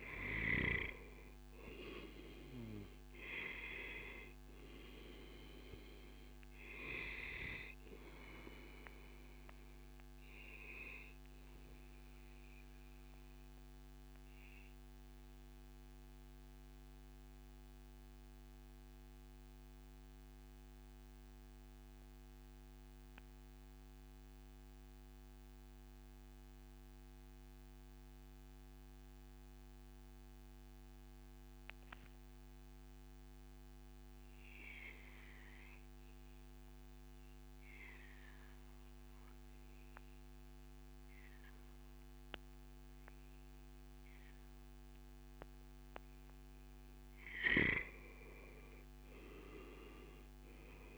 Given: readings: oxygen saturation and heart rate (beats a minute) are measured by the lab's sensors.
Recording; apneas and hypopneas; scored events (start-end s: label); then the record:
breathing in sleep by a microphone on the trachea; 1
0.00-11.00 s: oxygen desaturation (device-marked, oxygen 93% lowest, heart rate 78 extreme)
7.50-9.50 s: long interval between heartbeats (device-marked, heart rate 143 before, 132 extreme)
11.50-46.00 s: mixed apnea (oxygen 98% before, 91% lowest, heart rate 139 before, 82 extreme, up 5 after)
15.50-17.50 s: long interval between heartbeats (device-marked, heart rate 128 before, 82 extreme)
36.50-38.50 s: long interval between heartbeats (device-marked, heart rate 109 before, 116 extreme)
40.00-42.00 s: long interval between heartbeats (device-marked, heart rate 112 before, 100 extreme)
43.00-45.00 s: long interval between heartbeats (device-marked, heart rate 111 before, 99 extreme)
46.50-48.50 s: long interval between heartbeats (device-marked, heart rate 109 before, 87 extreme)
48.00-50.98 s: oxygen desaturation (device-marked, oxygen 96% before, 91% lowest, heart rate 107 before, 80 extreme)
48.50-50.98 s: arousal
From the record:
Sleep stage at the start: N2 (light sleep); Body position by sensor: on the back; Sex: male